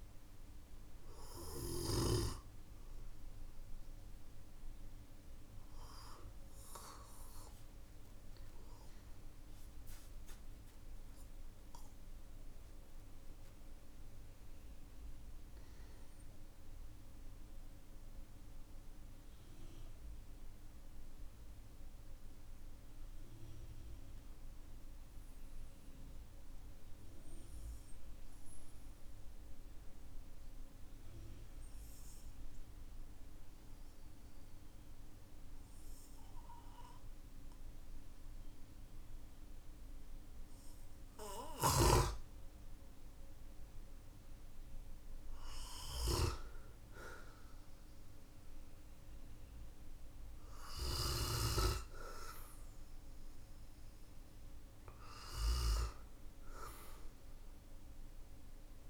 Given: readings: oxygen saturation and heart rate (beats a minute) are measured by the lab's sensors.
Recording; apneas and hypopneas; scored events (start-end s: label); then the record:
breathing in sleep by a room microphone; 1
0.00-24.00 s: oxygen desaturation (device-marked, oxygen 92% lowest, heart rate 46 extreme)
12.50-16.00 s: arousal
17.50-44.00 s: mixed apnea (oxygen 96% before, 93% lowest, heart rate 55 before, 46 extreme, up 12 after)
43.00-55.00 s: oxygen desaturation (device-marked, oxygen 99% before, 95% lowest, heart rate 54 before, 49 extreme)
46.00-50.00 s: arousal
From the record:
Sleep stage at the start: N2 (light sleep); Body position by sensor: on the back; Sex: male